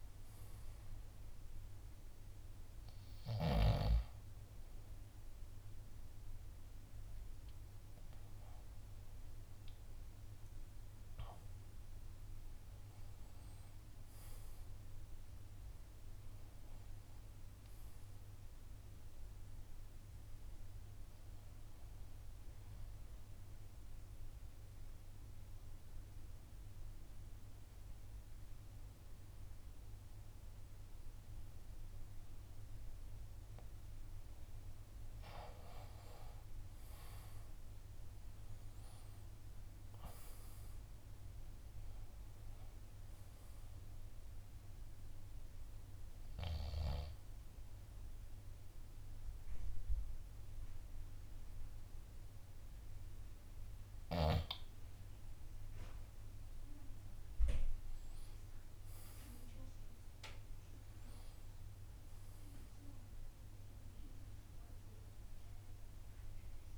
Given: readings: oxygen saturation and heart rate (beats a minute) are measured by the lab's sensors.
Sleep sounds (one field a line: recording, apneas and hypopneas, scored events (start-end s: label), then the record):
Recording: breathing in sleep by a room microphone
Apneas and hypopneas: 2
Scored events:
0.00-3.50 s: oxygen desaturation (device-marked, oxygen 89% lowest)
5.50-18.50 s: oxygen desaturation (device-marked, oxygen 93% before, 88% lowest)
23.00-34.00 s: mixed apnea (oxygen 93% before, 85% lowest)
36.00-39.50 s: arousal
44.50-57.00 s: obstructive apnea (oxygen 95% before, 85% lowest)
46.50-62.50 s: oxygen desaturation (device-marked, oxygen 95% before, 85% lowest)
58.00-62.00 s: arousal
From the record:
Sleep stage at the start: N2 (light sleep)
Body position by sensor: on the left side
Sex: male